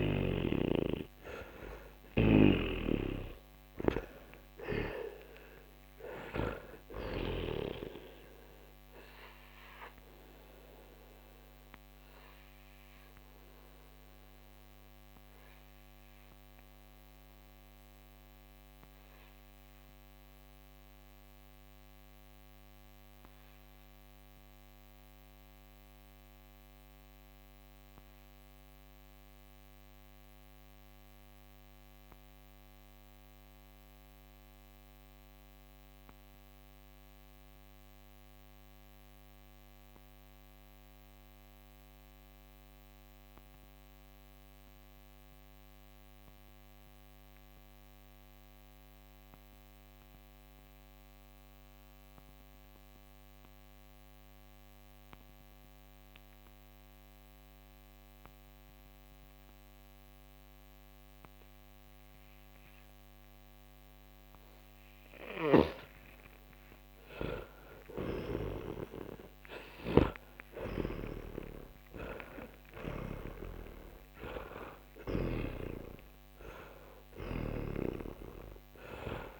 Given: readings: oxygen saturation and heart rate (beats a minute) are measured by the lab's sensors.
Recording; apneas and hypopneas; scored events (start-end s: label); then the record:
breathing in sleep by a microphone on the trachea; 1
0.00-34.00 s: oxygen desaturation (device-marked, oxygen 81% lowest, heart rate 42 extreme)
8.50-67.00 s: mixed apnea (oxygen 96% before, 81% lowest, heart rate 65 before, 42 extreme, up 22 after)
56.00-79.40 s: oxygen desaturation (device-marked, oxygen 98% before, 82% lowest, heart rate 56 before, 40 extreme)
65.00-77.50 s: snoring (device-marked)
68.00-73.00 s: arousal
From the record:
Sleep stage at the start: N2 (light sleep); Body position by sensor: on the back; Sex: male